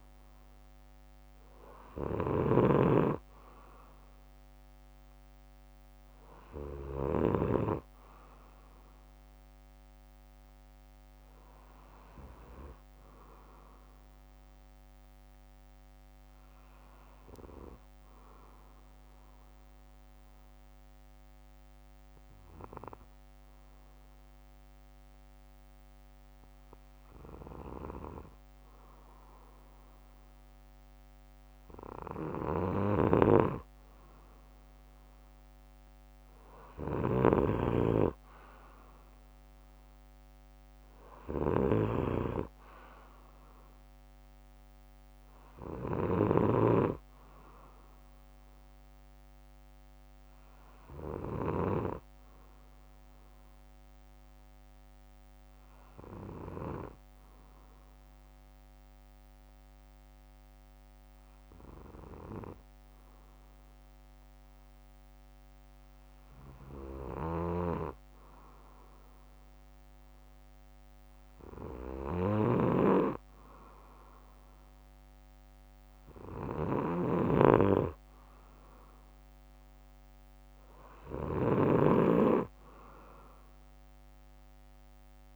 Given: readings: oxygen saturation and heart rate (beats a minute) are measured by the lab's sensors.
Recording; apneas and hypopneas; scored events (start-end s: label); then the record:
breathing in sleep by a microphone on the trachea; 2
17.00-19.00 s: bradycardia (device-marked, heart rate 64 before, 59 extreme)
18.50-32.00 s: obstructive apnea (oxygen 96% before, 93% lowest, heart rate 64 before, 56 extreme, up 10 after)
32.50-46.50 s: snoring (device-marked)
35.50-39.00 s: arousal
55.50-68.00 s: obstructive apnea (oxygen 96% before, 93% lowest, heart rate 63 before, 58 extreme, up 9 after)
60.00-62.00 s: bradycardia (device-marked, heart rate 64 before, 62 extreme)
67.00-81.50 s: snoring (device-marked)
71.00-76.00 s: arousal
From the record:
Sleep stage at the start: N2 (light sleep); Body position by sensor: on the back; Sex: male